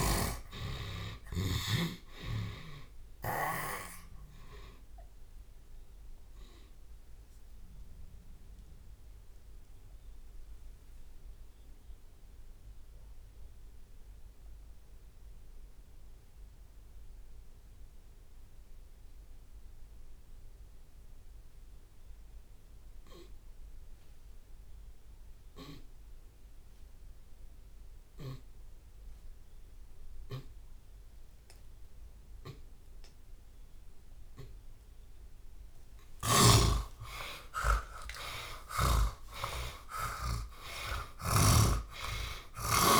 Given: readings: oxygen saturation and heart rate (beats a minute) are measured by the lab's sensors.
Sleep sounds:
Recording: breathing in sleep by a room microphone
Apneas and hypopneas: 1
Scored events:
6.00-35.50 s: obstructive apnea (oxygen 95% before, 80% lowest)
8.00-14.00 s: tachycardia (device-marked, heart rate 76 before, 101 extreme)
36.50-42.00 s: arousal
39.00-43.00 s: tachycardia (device-marked, heart rate 74 before, 186 extreme)
39.50-41.50 s: long interval between heartbeats (device-marked)
41.00-43.00 s: snoring (device-marked)
From the record:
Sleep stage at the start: N2 (light sleep)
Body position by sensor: on the left side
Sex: male

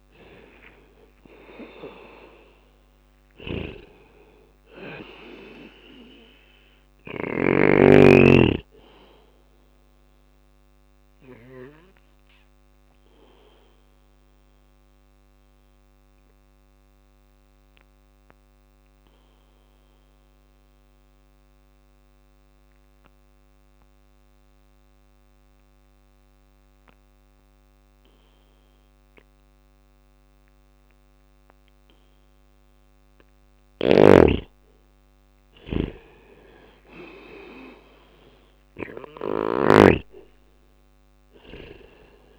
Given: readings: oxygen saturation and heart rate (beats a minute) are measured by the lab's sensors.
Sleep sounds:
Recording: breathing in sleep by a microphone on the trachea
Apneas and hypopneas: 1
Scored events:
0.00-1.50 s: arousal
0.00-6.50 s: snoring (device-marked)
0.00-10.00 s: drop in pulse transit time (device-marked, heart rate 58 extreme)
4.00-23.00 s: oxygen desaturation (device-marked, oxygen 98% before, 88% lowest, heart rate 60 before, 57 extreme)
7.00-21.00 s: bradycardia (device-marked, heart rate 61 before, 57 extreme)
11.50-31.00 s: obstructive apnea (oxygen 99% before, 88% lowest, heart rate 61 before, 56 extreme, up 3 after)
29.00-32.00 s: bradycardia (device-marked, heart rate 61 before, 61 extreme)
32.50-42.00 s: snoring (device-marked)
33.00-35.00 s: arousal
33.00-42.39 s: drop in pulse transit time (device-marked, heart rate 59 before, 57 extreme)
37.00-42.39 s: oxygen desaturation (device-marked, oxygen 99% before, 90% lowest, heart rate 60 before, 56 extreme)
40.00-42.39 s: bradycardia (device-marked, heart rate 61 before, 56 extreme)
From the record:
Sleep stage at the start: N2 (light sleep)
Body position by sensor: on the back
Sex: male

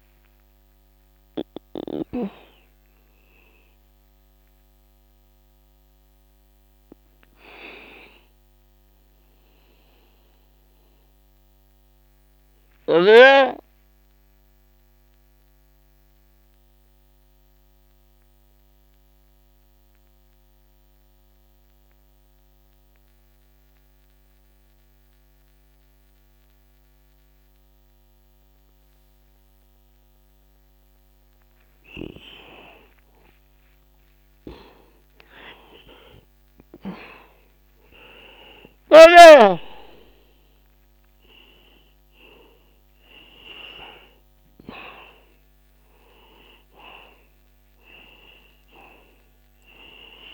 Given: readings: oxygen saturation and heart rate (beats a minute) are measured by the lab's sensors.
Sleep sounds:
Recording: breathing in sleep by a microphone on the trachea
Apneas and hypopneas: 1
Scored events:
0.00-10.00 s: oxygen desaturation (device-marked, oxygen 90% lowest, heart rate 27 extreme)
1.00-4.00 s: arousal
6.00-33.50 s: mixed apnea (oxygen 96% before, 85% lowest, heart rate 58 before, 27 extreme, up 27 after)
34.50-38.00 s: arousal
36.00-50.34 s: oxygen desaturation (device-marked, oxygen 97% before, 85% lowest, heart rate 40 before, 36 extreme)
From the record:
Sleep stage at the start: N2 (light sleep)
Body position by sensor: on the back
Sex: male

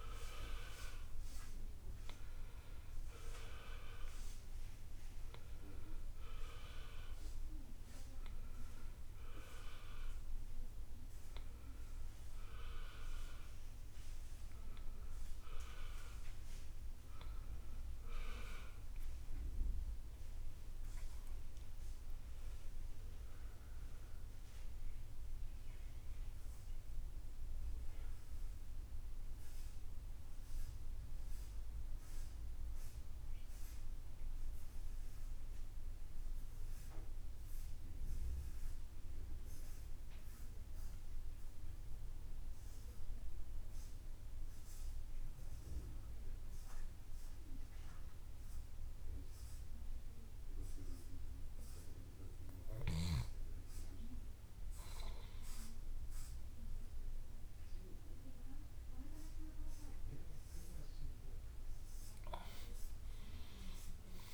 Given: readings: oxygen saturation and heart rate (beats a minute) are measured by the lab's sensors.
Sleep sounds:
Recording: breathing in sleep by a room microphone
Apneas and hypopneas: 1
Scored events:
0.00-22.50 s: oxygen desaturation (device-marked, oxygen 78% lowest, heart rate 54 extreme)
23.50-53.00 s: mixed apnea (oxygen 96% before, 86% lowest, heart rate 81 before, 54 extreme, up 10 after)
54.50-59.50 s: arousal
57.50-64.34 s: oxygen desaturation (device-marked, oxygen 97% before, 86% lowest, heart rate 59 before, 47 extreme)
From the record:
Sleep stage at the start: N2 (light sleep)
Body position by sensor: on the back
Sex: male

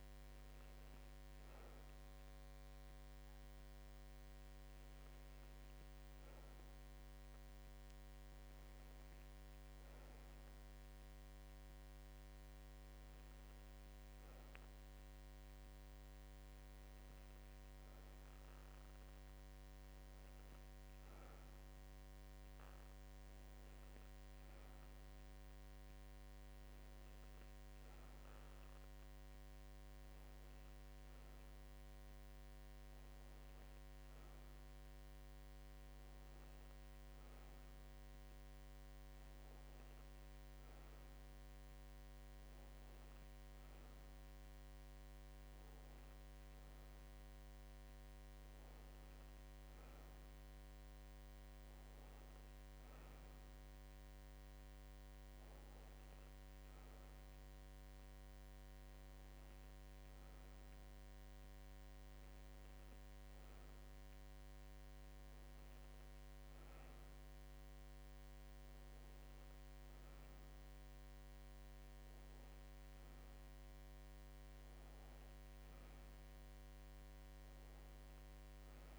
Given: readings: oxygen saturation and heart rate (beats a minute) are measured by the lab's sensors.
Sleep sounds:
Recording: a person partly awake in a sleep study, hard to hear, by a microphone on the trachea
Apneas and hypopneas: none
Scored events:
12.00-78.99 s: new sleep stage, N1 (lightest sleep)
From the record:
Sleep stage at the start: awake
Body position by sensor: on the back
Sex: female

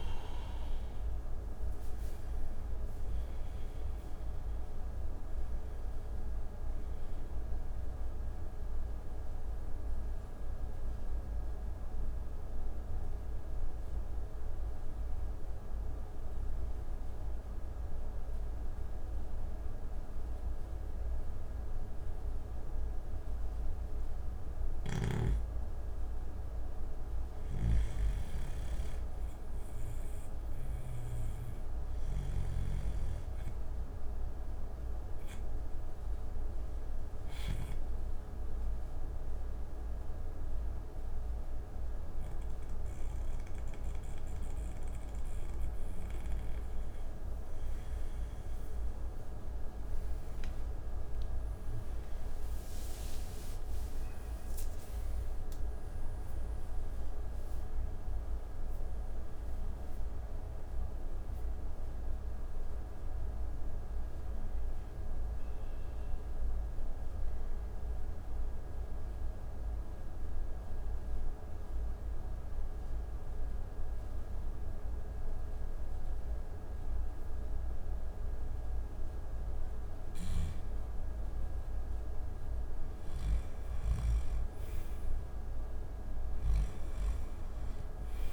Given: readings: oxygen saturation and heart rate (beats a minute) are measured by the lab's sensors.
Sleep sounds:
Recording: breathing in sleep, hard to hear, by a room microphone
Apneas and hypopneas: 3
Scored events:
8.50-24.00 s: mixed apnea (oxygen 96% before, 92% lowest)
26.50-32.00 s: snoring (device-marked)
27.00-31.00 s: arousal
36.50-47.50 s: obstructive apnea (oxygen 97% before, 92% lowest)
42.00-56.00 s: oxygen desaturation (device-marked, oxygen 97% before, 92% lowest)
49.00-53.50 s: arousal
68.00-79.00 s: central apnea (oxygen 97% before, 92% lowest)
80.50-84.00 s: arousal
From the record:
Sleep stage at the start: N2 (light sleep)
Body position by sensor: on the back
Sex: male

